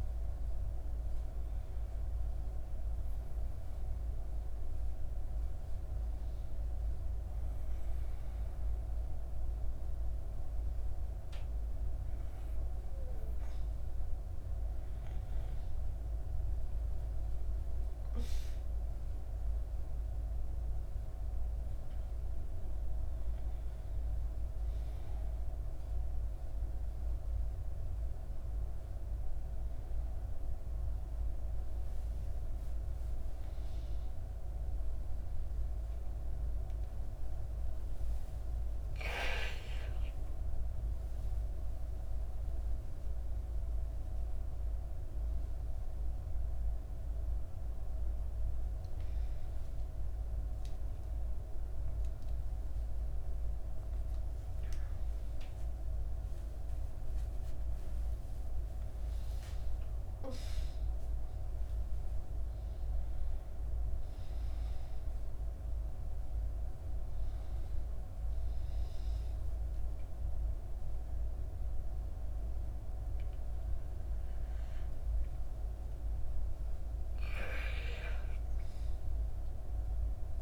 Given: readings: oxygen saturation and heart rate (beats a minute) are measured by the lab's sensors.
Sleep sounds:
a person awake in a sleep study, hard to hear, by a room microphone; none
79.50-80.42 s: new sleep stage, N1 (lightest sleep)
From the record:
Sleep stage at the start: awake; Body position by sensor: on the back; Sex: female

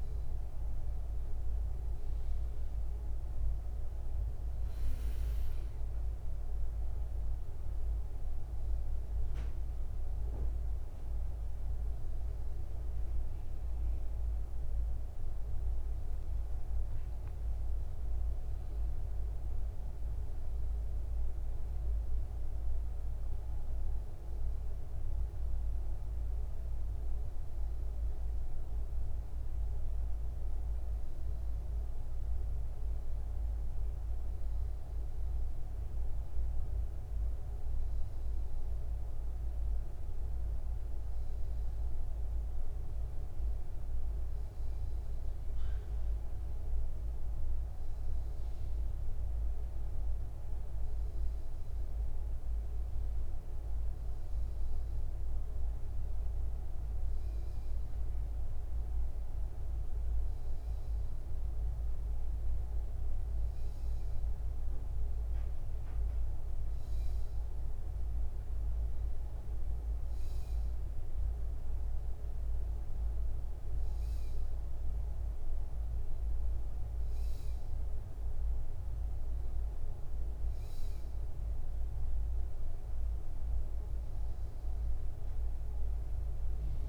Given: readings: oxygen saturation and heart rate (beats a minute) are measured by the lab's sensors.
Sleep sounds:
breathing in sleep, hard to hear, by a room microphone; none
14.50-17.00 s: arousal
From the record:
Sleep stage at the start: N2 (light sleep); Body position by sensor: upright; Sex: male

